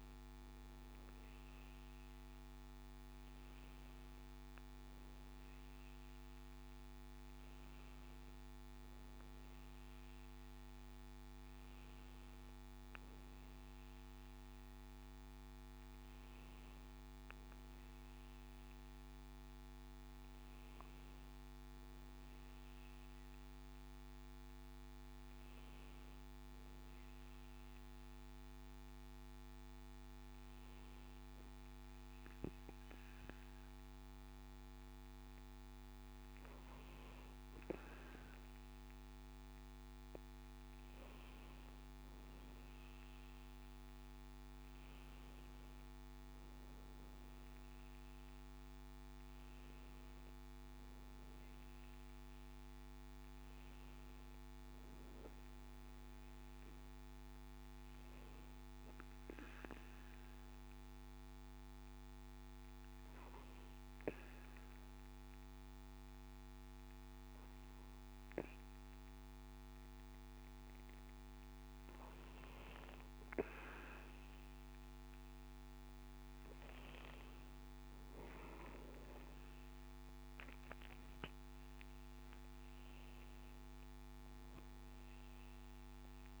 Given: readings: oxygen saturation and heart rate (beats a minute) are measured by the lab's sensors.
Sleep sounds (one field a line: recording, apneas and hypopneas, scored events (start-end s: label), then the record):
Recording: breathing in sleep, hard to hear, by a microphone on the trachea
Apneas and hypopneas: 1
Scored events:
41.00-45.00 s: arousal
58.50-71.00 s: obstructive apnea (oxygen 96% before, 94% lowest, heart rate 70 before, 66 extreme, up 4 after)
75.00-78.50 s: arousal
From the record:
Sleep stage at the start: N2 (light sleep)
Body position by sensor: on the back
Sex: male